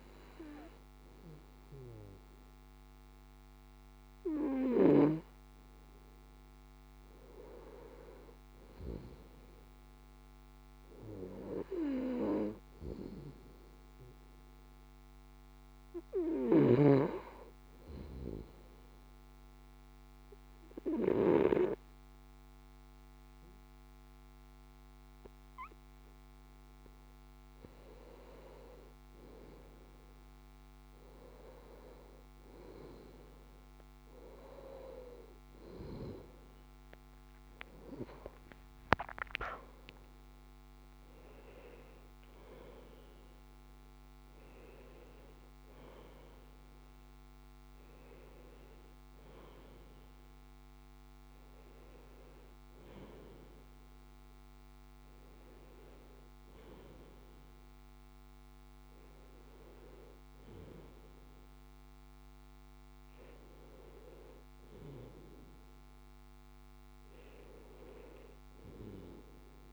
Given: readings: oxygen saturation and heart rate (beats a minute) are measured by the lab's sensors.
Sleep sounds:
breathing in sleep by a microphone on the trachea; 1
6.50-10.50 s: arousal
17.00-28.00 s: obstructive apnea (oxygen 95% before, 91% lowest, heart rate 58 before, 56 extreme, up 4 after)
33.00-38.00 s: arousal
From the record:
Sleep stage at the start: N2 (light sleep); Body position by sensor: on the left side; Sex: male

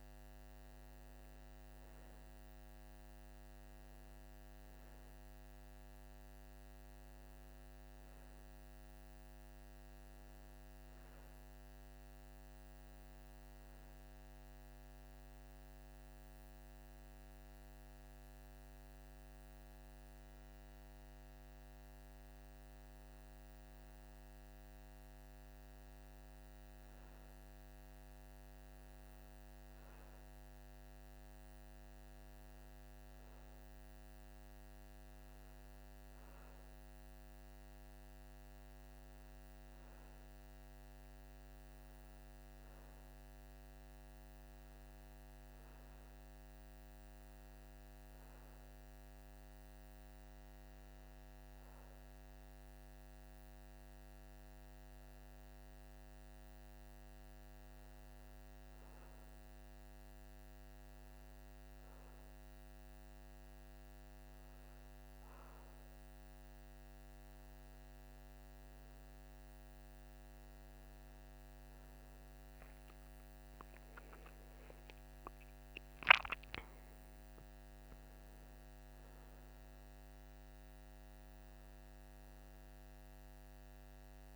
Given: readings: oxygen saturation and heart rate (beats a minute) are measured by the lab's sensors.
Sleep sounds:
breathing in sleep, hard to hear, by a microphone on the trachea; none
72.00-75.50 s: arousal
From the record:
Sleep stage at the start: N2 (light sleep); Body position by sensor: on the right side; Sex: male

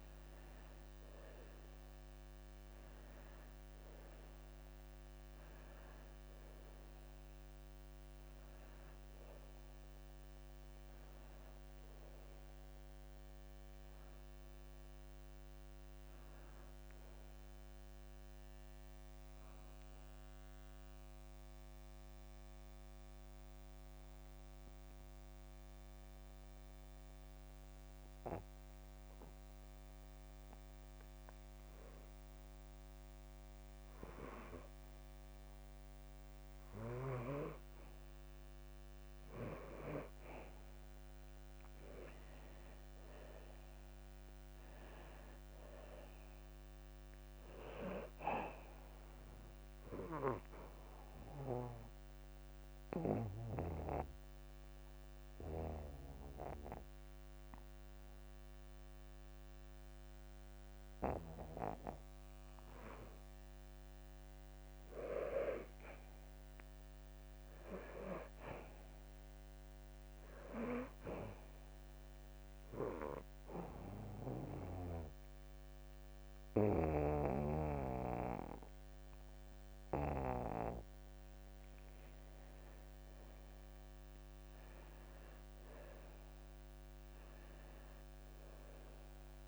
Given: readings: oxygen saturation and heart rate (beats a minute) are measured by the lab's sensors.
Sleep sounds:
breathing in sleep by a microphone on the trachea; 3
1.00-35.00 s: oxygen desaturation (device-marked, oxygen 96% before, 88% lowest)
14.50-16.50 s: long interval between heartbeats (device-marked)
14.50-18.00 s: arousal
21.00-35.00 s: obstructive apnea (oxygen 96% before, 88% lowest)
30.50-32.50 s: long interval between heartbeats (device-marked, heart rate 37 before, 46 extreme)
41.50-43.50 s: long interval between heartbeats (device-marked)
48.00-72.00 s: oxygen desaturation (device-marked, oxygen 96% before, 88% lowest)
49.50-51.50 s: long interval between heartbeats (device-marked)
52.00-64.50 s: obstructive apnea (oxygen 96% before, 88% lowest)
65.00-67.00 s: long interval between heartbeats (device-marked)
66.50-69.00 s: arousal
73.50-83.50 s: obstructive apnea (oxygen 96% before, 89% lowest)
76.50-78.50 s: long interval between heartbeats (device-marked)
79.00-89.48 s: oxygen desaturation (device-marked, oxygen 95% before, 89% lowest)
80.50-82.50 s: long interval between heartbeats (device-marked)
84.00-87.00 s: arousal
From the record:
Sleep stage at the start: N2 (light sleep); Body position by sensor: on the back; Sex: male

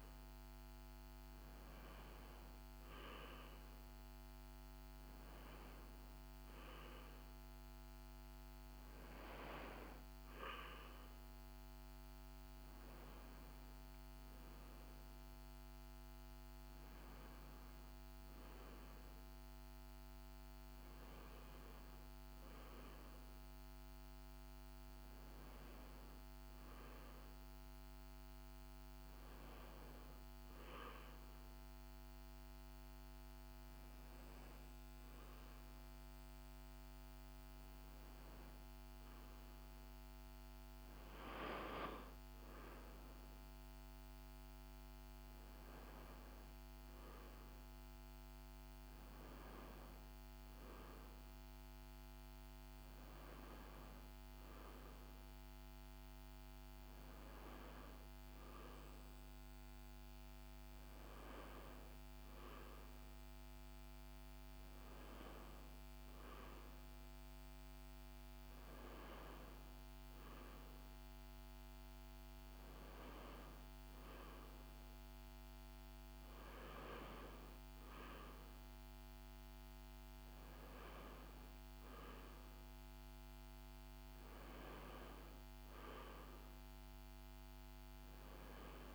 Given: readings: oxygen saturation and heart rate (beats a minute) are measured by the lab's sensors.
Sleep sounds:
a person awake in a sleep study, by a microphone on the trachea; none
69.50-88.94 s: new sleep stage, N1 (lightest sleep)
From the record:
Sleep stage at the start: awake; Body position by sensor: on the right side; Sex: female

